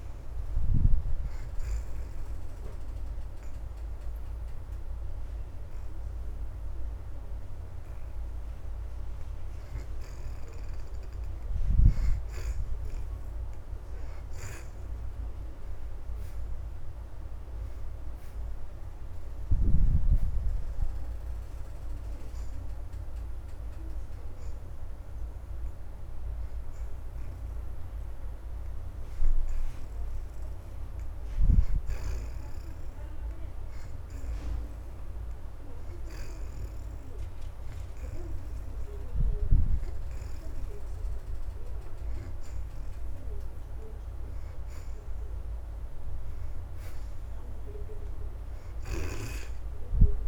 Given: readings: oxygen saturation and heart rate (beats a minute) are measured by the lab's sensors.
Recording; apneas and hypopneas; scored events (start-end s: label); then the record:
breathing in sleep by a room microphone; 1
2.00-12.50 s: hypopnea (oxygen 82% before, 63% lowest, heart rate 80 before, 79 extreme, up 4 after)
4.50-17.50 s: oxygen desaturation (device-marked, oxygen 82% before, 68% lowest, heart rate 80 before, 79 extreme)
15.00-19.00 s: arousal
23.50-35.50 s: oxygen desaturation (device-marked, oxygen 77% before, 63% lowest, heart rate 82 before, 79 extreme)
44.50-49.00 s: arousal
From the record:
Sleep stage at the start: N2 (light sleep); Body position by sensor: on the back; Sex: female